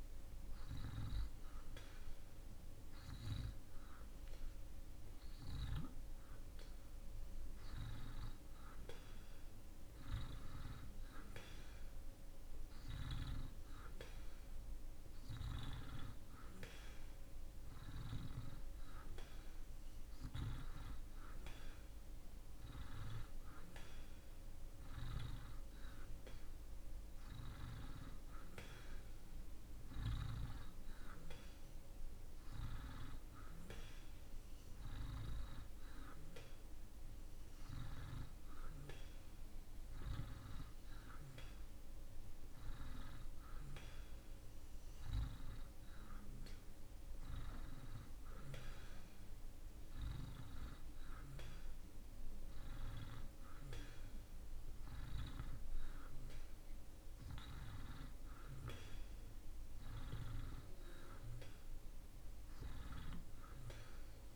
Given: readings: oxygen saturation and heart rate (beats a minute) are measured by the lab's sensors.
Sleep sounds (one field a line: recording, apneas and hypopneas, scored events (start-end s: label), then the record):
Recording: breathing in sleep by a room microphone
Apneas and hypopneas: none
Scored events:
none scored
From the record:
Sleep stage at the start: N2 (light sleep)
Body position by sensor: on the back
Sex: male